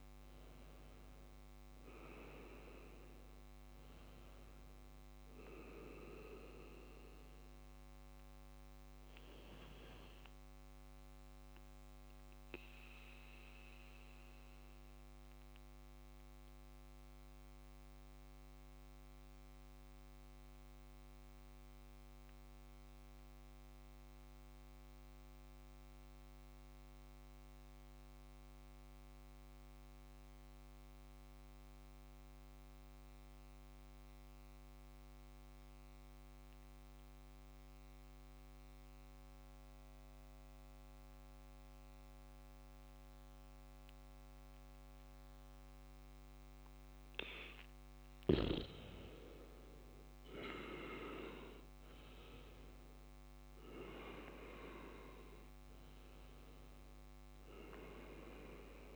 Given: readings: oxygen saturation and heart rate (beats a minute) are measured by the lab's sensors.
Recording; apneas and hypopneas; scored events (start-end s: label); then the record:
breathing in sleep by a microphone on the trachea; 1
0.00-8.50 s: oxygen desaturation (device-marked, oxygen 94% lowest, heart rate 58 extreme)
11.50-49.00 s: mixed apnea (oxygen 98% before, 93% lowest, heart rate 59 before, 57 extreme, up 2 after)
50.00-53.50 s: arousal
53.50-58.96 s: oxygen desaturation (device-marked, oxygen 97% before, 93% lowest, heart rate 65 before, 57 extreme)
From the record:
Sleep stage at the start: N2 (light sleep); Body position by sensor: on the back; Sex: male